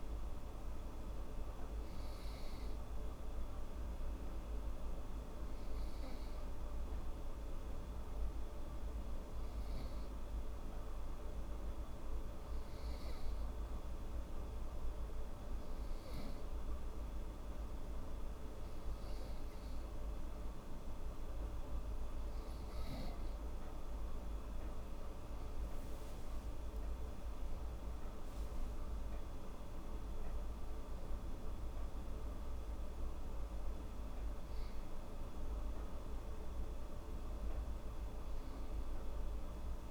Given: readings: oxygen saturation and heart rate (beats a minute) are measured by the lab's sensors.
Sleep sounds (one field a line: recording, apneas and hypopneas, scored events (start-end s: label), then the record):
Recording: breathing in sleep, hard to hear, by a room microphone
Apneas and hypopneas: 1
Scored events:
7.50-21.00 s: hypopnea (oxygen 95% before, 92% lowest, heart rate 77 before, 77 extreme, up 6 after)
25.00-29.50 s: arousal
From the record:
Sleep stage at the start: N2 (light sleep)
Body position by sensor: on the right side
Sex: female